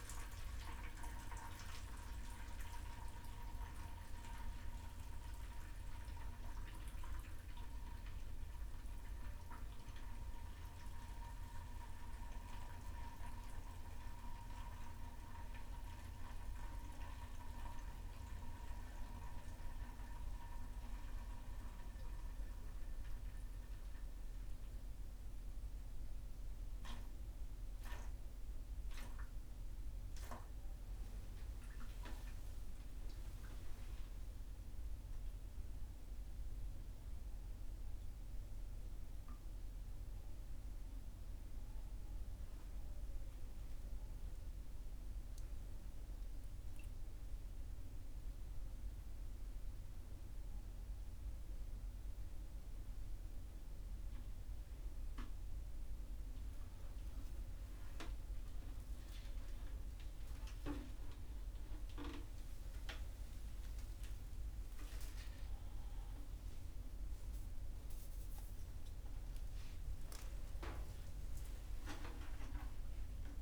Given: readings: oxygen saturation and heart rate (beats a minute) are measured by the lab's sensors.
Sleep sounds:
a person awake in a sleep study, by a room microphone; none
none scored
From the record:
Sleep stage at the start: awake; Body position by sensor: upright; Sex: male

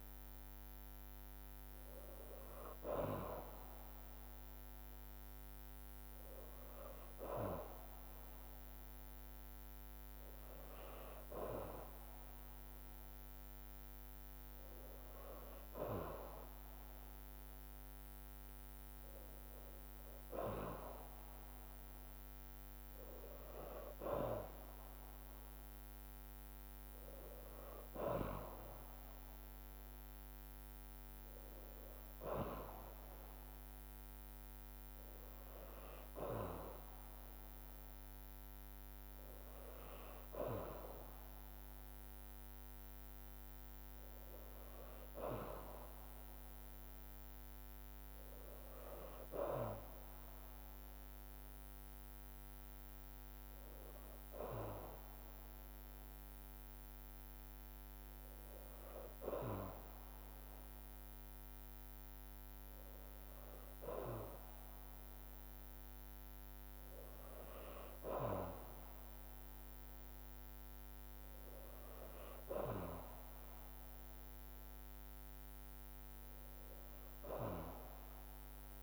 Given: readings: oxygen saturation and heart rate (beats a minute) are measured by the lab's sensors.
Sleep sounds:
breathing in sleep by a microphone on the trachea; none
21.50-33.50 s: drop in pulse transit time (device-marked, heart rate 53 before, 53 extreme)
50.50-62.50 s: drop in pulse transit time (device-marked, heart rate 53 before, 52 extreme)
From the record:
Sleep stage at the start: N2 (light sleep); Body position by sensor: on the back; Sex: female

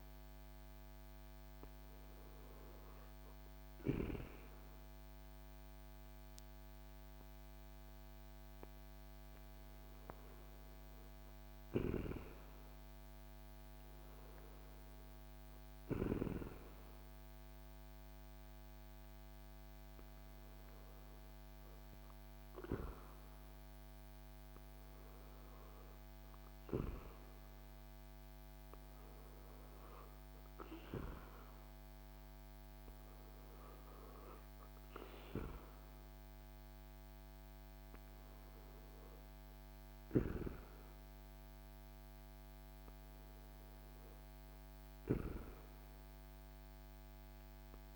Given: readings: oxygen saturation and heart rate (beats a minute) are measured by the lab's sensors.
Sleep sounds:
breathing in sleep by a microphone on the trachea; none
none scored
From the record:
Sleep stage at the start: N2 (light sleep); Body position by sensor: on the back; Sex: male

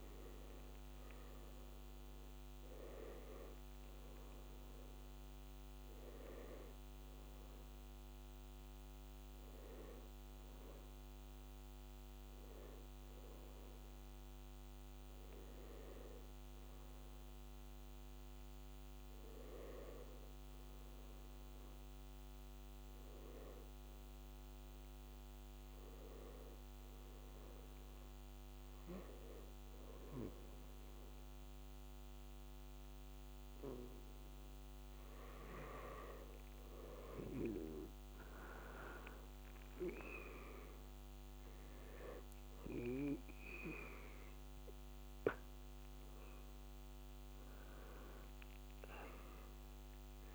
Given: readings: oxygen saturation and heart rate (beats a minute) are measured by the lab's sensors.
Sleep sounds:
breathing in sleep by a microphone on the trachea; 1
22.50-35.00 s: hypopnea (oxygen 96% before, 89% lowest, heart rate 88 before, 82 extreme, up 0 after)
36.00-39.50 s: arousal
38.50-50.35 s: oxygen desaturation (device-marked, oxygen 94% before, 89% lowest, heart rate 83 before, 82 extreme)
From the record:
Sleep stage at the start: N2 (light sleep); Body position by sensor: on the back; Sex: male

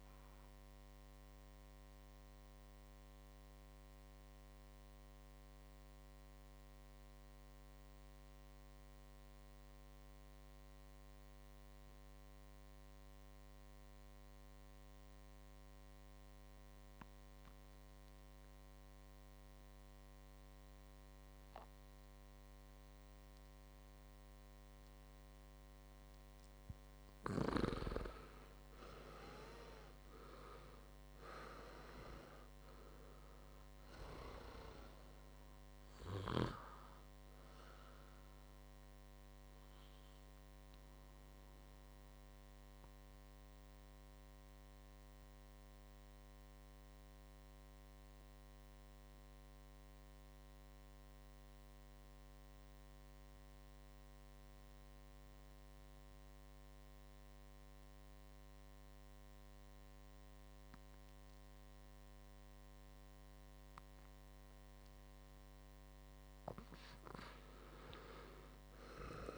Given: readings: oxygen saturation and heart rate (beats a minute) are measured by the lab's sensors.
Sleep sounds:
breathing in sleep by a microphone on the trachea; 2
0.00-12.00 s: oxygen desaturation (device-marked, oxygen 94% lowest, heart rate 58 extreme)
0.50-25.00 s: mixed apnea (oxygen 100% before, 89% lowest, heart rate 94 before, 58 extreme, up 9 after)
22.00-52.00 s: oxygen desaturation (device-marked, oxygen 99% before, 89% lowest, heart rate 60 before, 58 extreme)
27.50-31.00 s: arousal
41.50-64.50 s: mixed apnea (oxygen 99% before, 89% lowest, heart rate 67 before, 58 extreme, up 3 after)
68.00-69.38 s: arousal
From the record:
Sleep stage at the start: REM sleep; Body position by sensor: on the right side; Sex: male

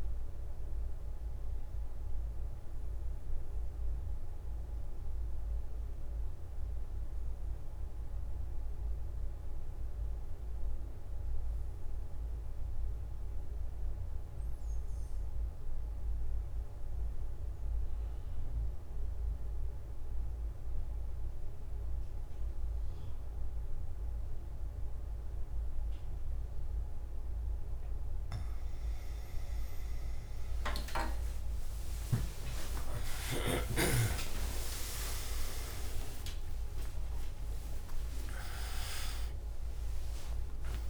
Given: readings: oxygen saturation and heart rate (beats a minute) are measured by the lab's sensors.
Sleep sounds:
breathing in sleep by a room microphone; 1
0.00-9.50 s: oxygen desaturation (device-marked, oxygen 95% lowest)
13.50-28.00 s: obstructive apnea (oxygen 99% before, 95% lowest)
34.50-40.89 s: oxygen desaturation (device-marked, oxygen 98% before, 95% lowest)
From the record:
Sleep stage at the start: N2 (light sleep); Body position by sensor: on the back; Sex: male

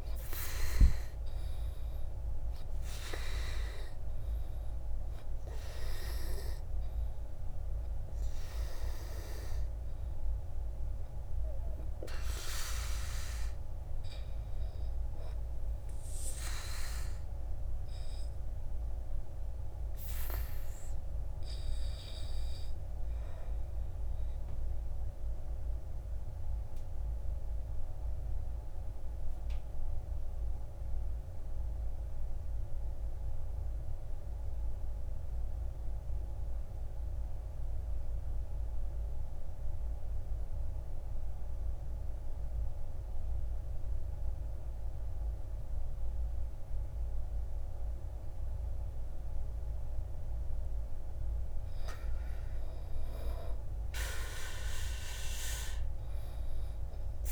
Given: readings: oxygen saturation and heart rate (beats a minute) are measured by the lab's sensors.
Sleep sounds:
breathing in sleep by a room microphone; 1
0.00-29.50 s: oxygen desaturation (device-marked, oxygen 79% lowest, heart rate 54 extreme)
25.50-50.50 s: obstructive apnea (oxygen 92% before, 75% lowest, heart rate 61 before, 55 extreme, up 12 after)
49.50-57.32 s: oxygen desaturation (device-marked, oxygen 99% before, 75% lowest, heart rate 57 before, 55 extreme)
52.50-57.00 s: arousal
From the record:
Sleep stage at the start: N2 (light sleep); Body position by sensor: on the back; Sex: male

